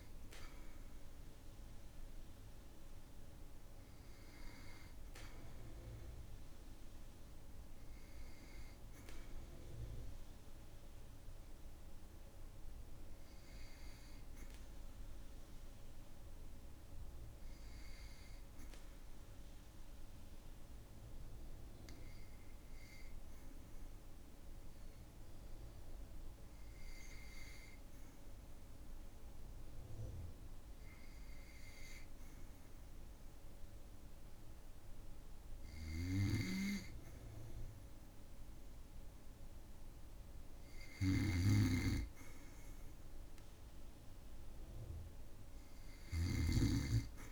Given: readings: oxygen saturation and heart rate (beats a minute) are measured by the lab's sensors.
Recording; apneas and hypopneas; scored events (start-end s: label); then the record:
breathing in sleep by a room microphone; 1
0.00-14.50 s: oxygen desaturation (device-marked, oxygen 93% lowest, heart rate 53 extreme)
19.00-35.00 s: obstructive apnea (oxygen 98% before, 94% lowest, heart rate 56 before, 56 extreme, up 3 after)
41.00-45.00 s: arousal
41.00-47.32 s: snoring (device-marked)
From the record:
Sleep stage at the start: N2 (light sleep); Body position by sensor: on the back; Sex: male